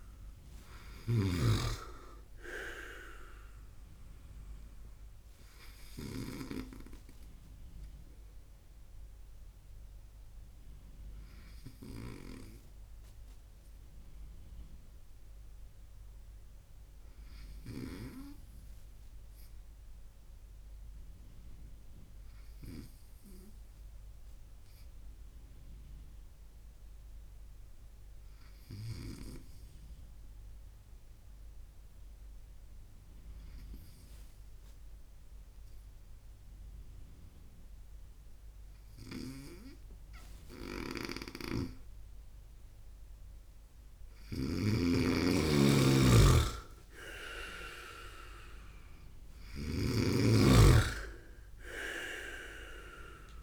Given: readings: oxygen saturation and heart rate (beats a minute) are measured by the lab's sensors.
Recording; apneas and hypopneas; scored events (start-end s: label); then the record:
breathing in sleep by a room microphone; 1
0.00-5.50 s: oxygen desaturation (device-marked, oxygen 96% lowest, heart rate 57 extreme)
0.00-6.00 s: snoring (device-marked)
18.50-40.00 s: obstructive apnea (oxygen 99% before, 97% lowest, heart rate 62 before, 55 extreme, up 10 after)
38.50-53.43 s: snoring (device-marked)
42.50-46.00 s: arousal
From the record:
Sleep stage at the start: N2 (light sleep); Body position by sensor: on the right side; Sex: male